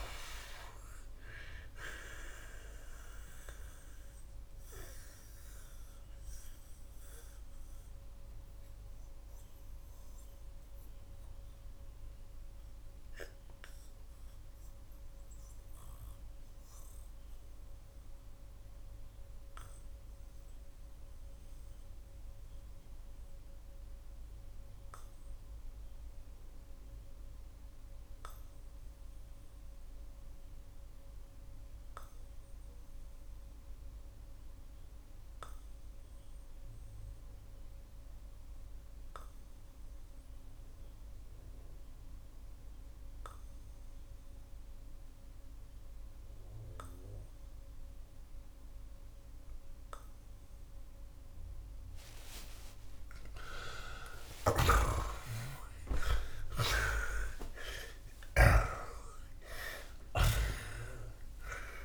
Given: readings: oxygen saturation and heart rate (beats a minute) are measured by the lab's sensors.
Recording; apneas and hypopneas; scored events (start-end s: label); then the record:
breathing in sleep by a room microphone; 1
0.00-25.50 s: oxygen desaturation (device-marked, oxygen 81% lowest)
3.50-52.50 s: mixed apnea (oxygen 92% before, 74% lowest)
27.50-36.50 s: oxygen desaturation (device-marked, oxygen 85% before, 74% lowest)
53.50-56.50 s: arousal
54.00-58.50 s: snoring (device-marked)
57.50-61.85 s: oxygen desaturation (device-marked, oxygen 93% before, 89% lowest)
From the record:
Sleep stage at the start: REM sleep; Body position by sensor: on the back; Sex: male